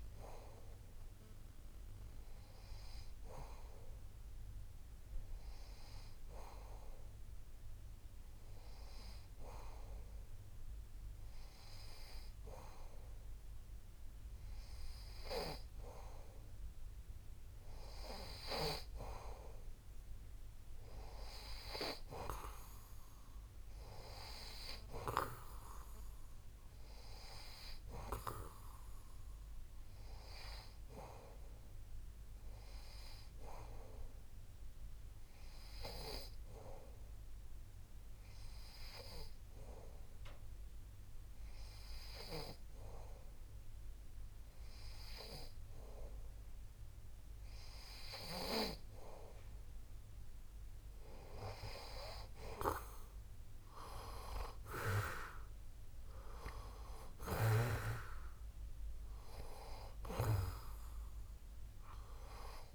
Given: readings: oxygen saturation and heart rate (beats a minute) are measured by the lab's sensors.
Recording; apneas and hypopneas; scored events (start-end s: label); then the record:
breathing in sleep by a room microphone; 1
21.50-24.50 s: arousal
35.50-47.00 s: hypopnea (oxygen 94% before, 91% lowest)
49.00-52.00 s: arousal
From the record:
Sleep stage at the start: N2 (light sleep); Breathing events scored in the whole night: 292 in 6.1 hours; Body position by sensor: on the back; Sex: male